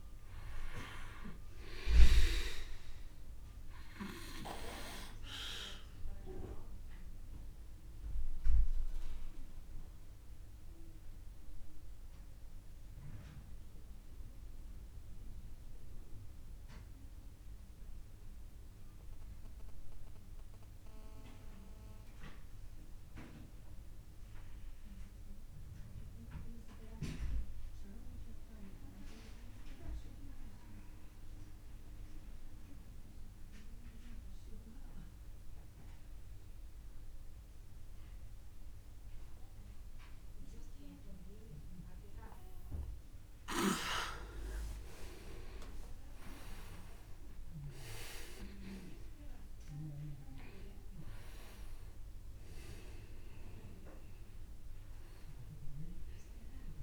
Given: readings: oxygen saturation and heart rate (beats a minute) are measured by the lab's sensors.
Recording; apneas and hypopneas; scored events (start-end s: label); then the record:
breathing in sleep by a room microphone; 1
0.00-25.00 s: oxygen desaturation (device-marked, oxygen 92% lowest, heart rate 27 extreme)
5.50-43.50 s: obstructive apnea (oxygen 99% before, 89% lowest, heart rate 42 before, 26 extreme, up 42 after)
42.00-56.83 s: oxygen desaturation (device-marked, oxygen 99% before, 89% lowest, heart rate 40 before, 26 extreme)
45.50-49.50 s: arousal
From the record:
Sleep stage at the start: N2 (light sleep); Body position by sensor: on the back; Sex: male